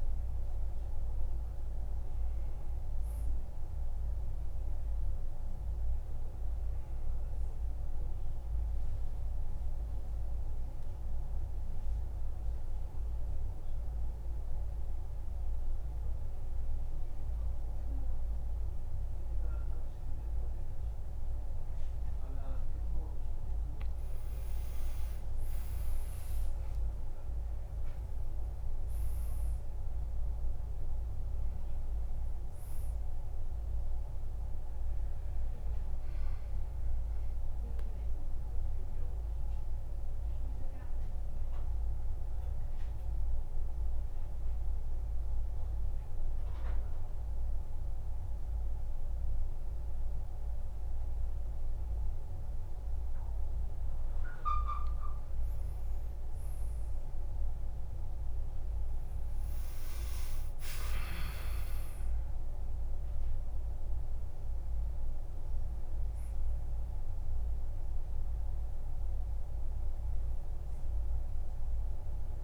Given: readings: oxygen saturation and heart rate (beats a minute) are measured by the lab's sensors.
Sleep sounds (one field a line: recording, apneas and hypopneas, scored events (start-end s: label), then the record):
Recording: breathing in sleep, hard to hear, by a room microphone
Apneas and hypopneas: 2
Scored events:
0.00-10.50 s: oxygen desaturation (device-marked, oxygen 92% lowest, heart rate 52 extreme)
9.50-23.00 s: central apnea (oxygen 98% before, 93% lowest, heart rate 68 before, 50 extreme, up 13 after)
25.50-30.50 s: arousal
27.50-49.50 s: oxygen desaturation (device-marked, oxygen 99% before, 94% lowest, heart rate 55 before, 50 extreme)
38.50-55.00 s: mixed apnea (oxygen 99% before, 88% lowest, heart rate 58 before, 51 extreme, up 7 after)
56.50-61.00 s: arousal
61.50-72.44 s: oxygen desaturation (device-marked, oxygen 98% before, 93% lowest, heart rate 57 before, 51 extreme)
From the record:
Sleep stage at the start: N2 (light sleep)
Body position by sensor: on the back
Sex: male